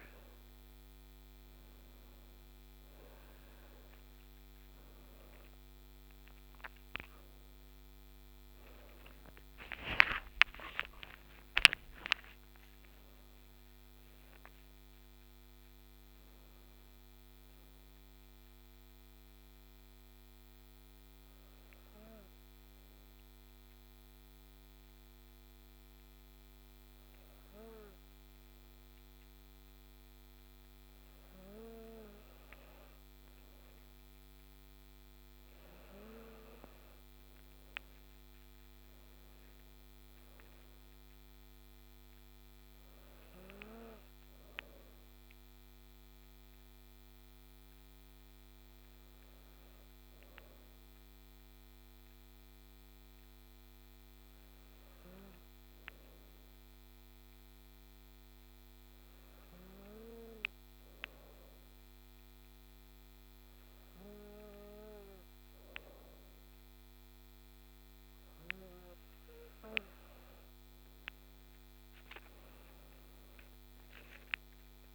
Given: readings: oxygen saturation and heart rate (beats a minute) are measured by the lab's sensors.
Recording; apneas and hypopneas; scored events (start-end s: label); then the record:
breathing in sleep by a microphone on the trachea; 2
9.50-15.00 s: arousal
19.50-31.00 s: hypopnea (oxygen 94% before, 93% lowest, heart rate 59 before, 45 extreme, up 18 after)
37.50-41.50 s: arousal
40.50-55.50 s: oxygen desaturation (device-marked, oxygen 98% before, 93% lowest, heart rate 51 before, 45 extreme)
48.50-69.00 s: hypopnea (oxygen 98% before, 93% lowest, heart rate 56 before, 38 extreme, up 20 after)
72.50-74.95 s: arousal
From the record:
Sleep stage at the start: N2 (light sleep); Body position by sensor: on the back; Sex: female